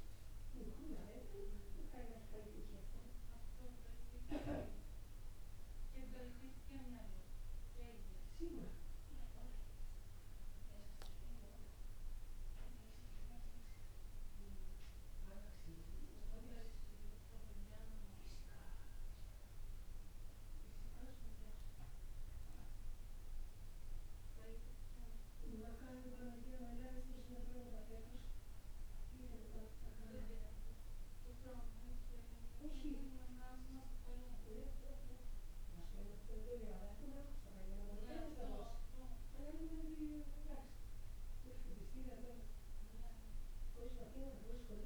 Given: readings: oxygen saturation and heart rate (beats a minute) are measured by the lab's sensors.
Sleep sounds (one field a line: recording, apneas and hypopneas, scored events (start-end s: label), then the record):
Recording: breathing in sleep by a room microphone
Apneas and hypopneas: none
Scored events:
1.50-44.85 s: new sleep stage, N1 (lightest sleep)
9.50-13.50 s: arousal
From the record:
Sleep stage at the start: N2 (light sleep)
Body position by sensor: on the back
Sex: male